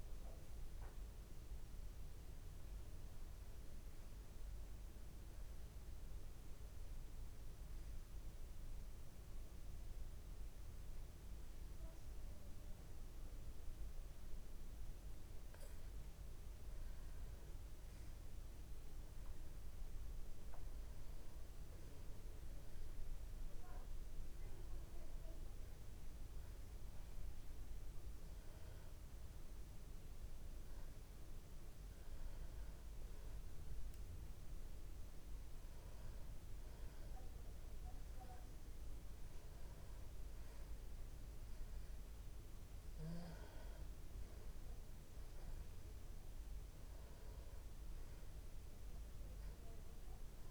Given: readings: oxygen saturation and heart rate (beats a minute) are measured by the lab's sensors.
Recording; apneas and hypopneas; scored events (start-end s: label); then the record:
breathing in sleep, hard to hear, by a room microphone; none
5.00-50.50 s: new sleep stage, N2 (light sleep)
From the record:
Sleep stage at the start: N1 (lightest sleep); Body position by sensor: on the back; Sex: male